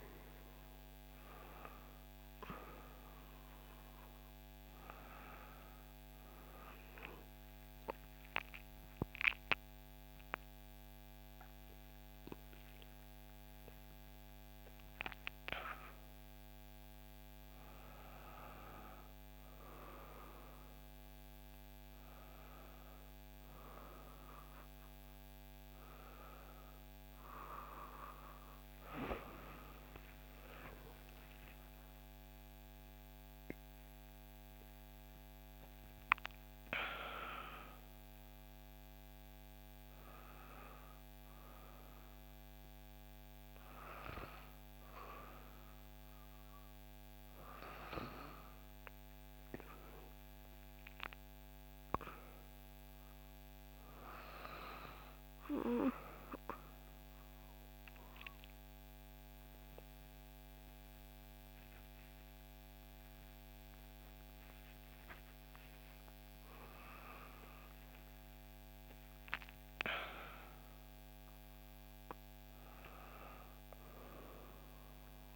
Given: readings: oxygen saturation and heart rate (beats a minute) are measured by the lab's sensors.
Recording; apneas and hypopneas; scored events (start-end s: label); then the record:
a person awake in a sleep study, by a microphone on the trachea; none
none scored
From the record:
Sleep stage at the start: awake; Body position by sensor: on the back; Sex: female